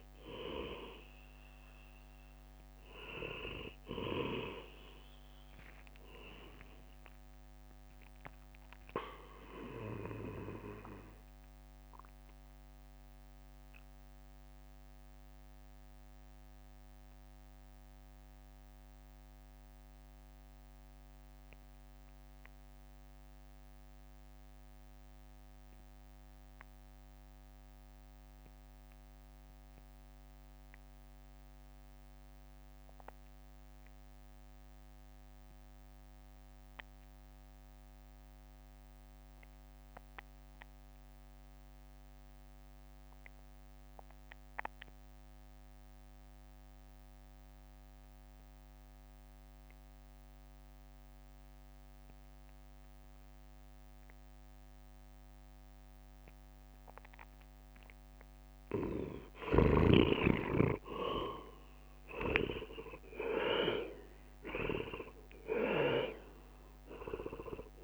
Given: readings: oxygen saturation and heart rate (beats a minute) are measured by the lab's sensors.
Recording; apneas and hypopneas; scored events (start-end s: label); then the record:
breathing in sleep by a microphone on the trachea; 1
0.00-18.00 s: drop in pulse transit time (device-marked, heart rate 53 extreme)
6.50-8.50 s: leg movement (device-marked)
12.00-57.50 s: mixed apnea (oxygen 98% before, 85% lowest, heart rate 61 before, 51 extreme, up 17 after)
40.00-67.84 s: oxygen desaturation (device-marked, oxygen 98% before, 88% lowest, heart rate 54 before, 52 extreme)
54.00-67.84 s: new sleep stage, N1 (lightest sleep)
59.50-63.50 s: arousal
60.00-67.84 s: drop in pulse transit time (device-marked, heart rate 55 before, 59 extreme)
61.00-64.00 s: leg movement (device-marked)
From the record:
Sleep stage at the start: REM sleep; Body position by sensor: on the right side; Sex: male